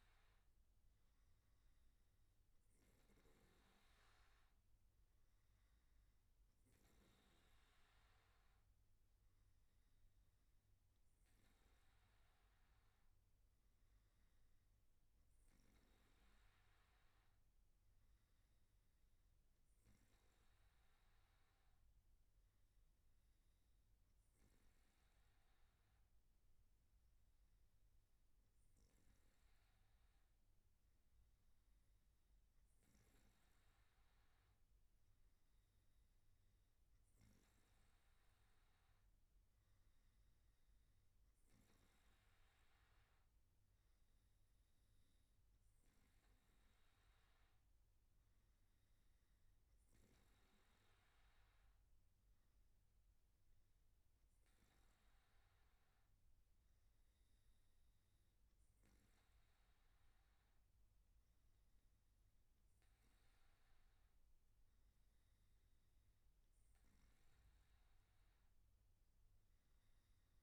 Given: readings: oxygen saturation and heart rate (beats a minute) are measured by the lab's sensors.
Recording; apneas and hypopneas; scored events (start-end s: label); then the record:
breathing in sleep, hard to hear, by a room microphone; none
none scored
From the record:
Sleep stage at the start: N3 (deep sleep); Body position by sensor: on the back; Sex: male